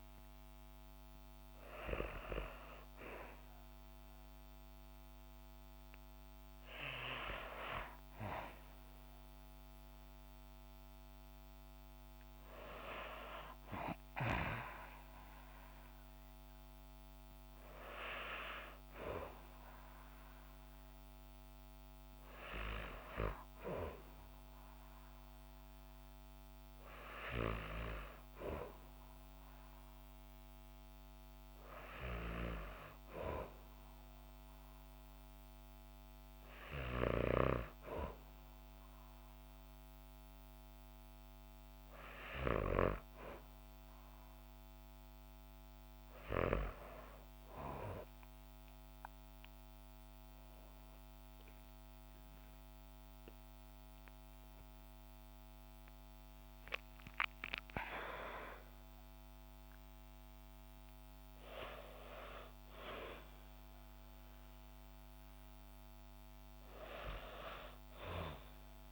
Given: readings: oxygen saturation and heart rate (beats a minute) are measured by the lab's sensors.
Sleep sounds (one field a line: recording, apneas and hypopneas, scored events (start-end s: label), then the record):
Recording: breathing in sleep by a microphone on the trachea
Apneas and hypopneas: none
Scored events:
55.50-59.00 s: arousal
From the record:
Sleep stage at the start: N2 (light sleep)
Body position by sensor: on the back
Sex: female